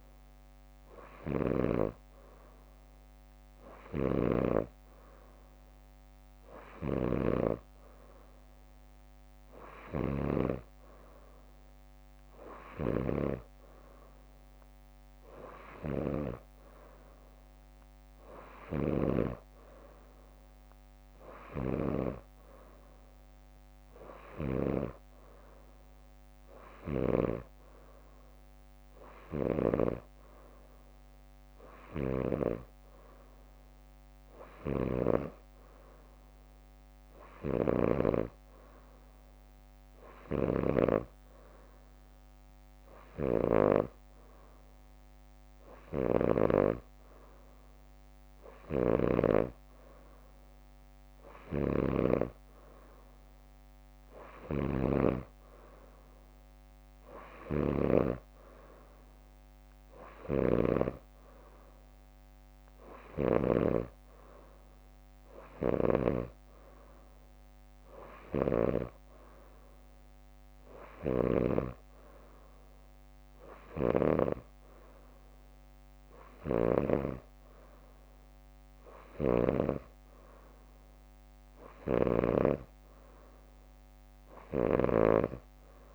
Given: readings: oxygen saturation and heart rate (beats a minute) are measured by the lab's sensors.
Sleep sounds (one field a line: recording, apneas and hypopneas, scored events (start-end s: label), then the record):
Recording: breathing in sleep by a microphone on the trachea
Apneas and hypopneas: none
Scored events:
3.50-5.50 s: bradycardia (device-marked, heart rate 64 before, 59 extreme)
4.00-5.50 s: leg movement (device-marked)
9.50-11.00 s: leg movement (device-marked)
24.00-25.00 s: leg movement (device-marked)
49.00-61.00 s: snoring (device-marked)
51.50-52.50 s: leg movement (device-marked)
57.50-58.50 s: leg movement (device-marked)
60.00-64.00 s: leg movement (device-marked)
From the record:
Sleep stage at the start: N3 (deep sleep)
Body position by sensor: on the back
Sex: female